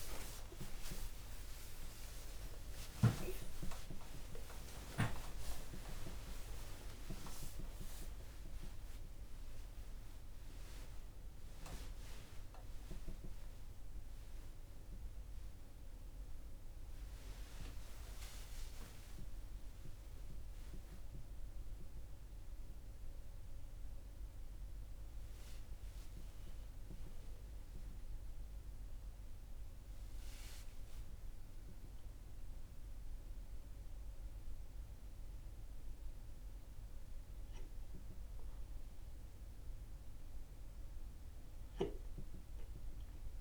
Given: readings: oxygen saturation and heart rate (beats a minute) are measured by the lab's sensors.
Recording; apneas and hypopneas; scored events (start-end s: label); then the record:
a person awake in a sleep study, by a room microphone; none
16.00-26.00 s: oxygen desaturation (device-marked, oxygen 97% before, 92% lowest, heart rate 109 before, 47 extreme)
29.00-43.41 s: new sleep stage, N1 (lightest sleep)
From the record:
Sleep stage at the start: awake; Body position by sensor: on the back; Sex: male